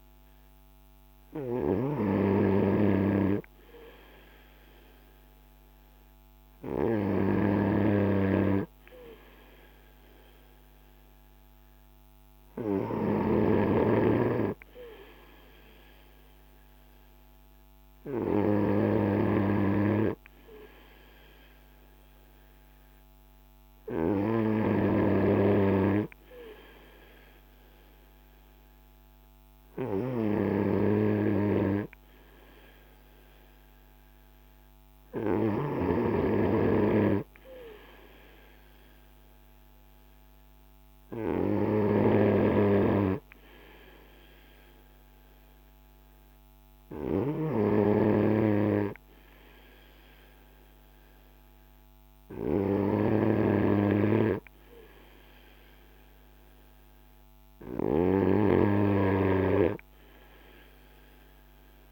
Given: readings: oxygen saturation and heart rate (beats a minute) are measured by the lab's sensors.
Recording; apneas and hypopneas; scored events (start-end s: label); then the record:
breathing in sleep by a microphone on the trachea; none
16.00-61.92 s: new sleep stage, N3 (deep sleep)
From the record:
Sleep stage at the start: N2 (light sleep); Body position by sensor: on the front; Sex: male